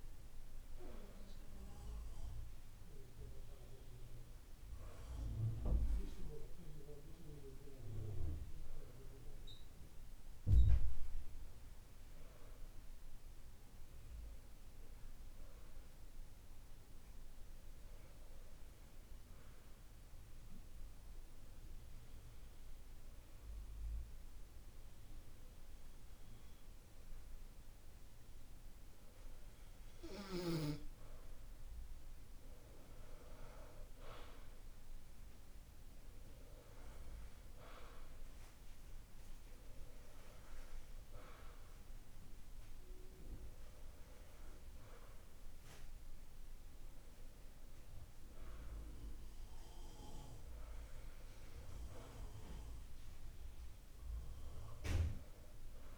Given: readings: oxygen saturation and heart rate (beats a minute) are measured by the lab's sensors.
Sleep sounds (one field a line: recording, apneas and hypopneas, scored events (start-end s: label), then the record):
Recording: breathing in sleep by a room microphone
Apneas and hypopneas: 1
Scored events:
0.00-1.00 s: oxygen desaturation (device-marked, oxygen 92% lowest, heart rate 48 extreme)
14.50-29.50 s: hypopnea (oxygen 96% before, 94% lowest, heart rate 50 before, 49 extreme, up 4 after)
32.00-36.00 s: arousal
From the record:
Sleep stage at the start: N2 (light sleep)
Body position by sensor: on the back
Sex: male